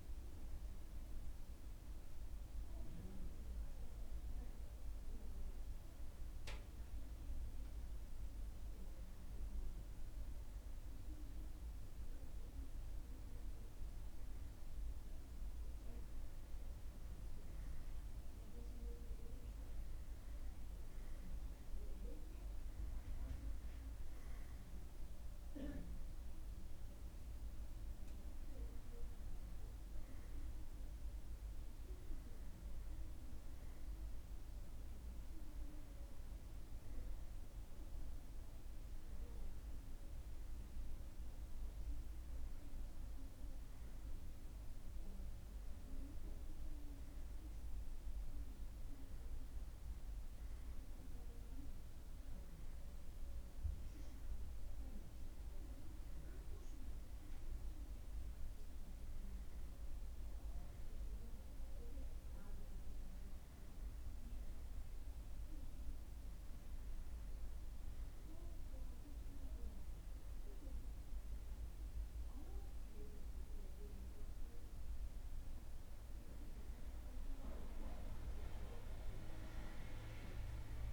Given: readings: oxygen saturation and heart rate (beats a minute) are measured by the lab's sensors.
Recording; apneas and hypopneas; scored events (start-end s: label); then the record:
breathing in sleep by a room microphone; none
none scored
From the record:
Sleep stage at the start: N2 (light sleep); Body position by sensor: on the right side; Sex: male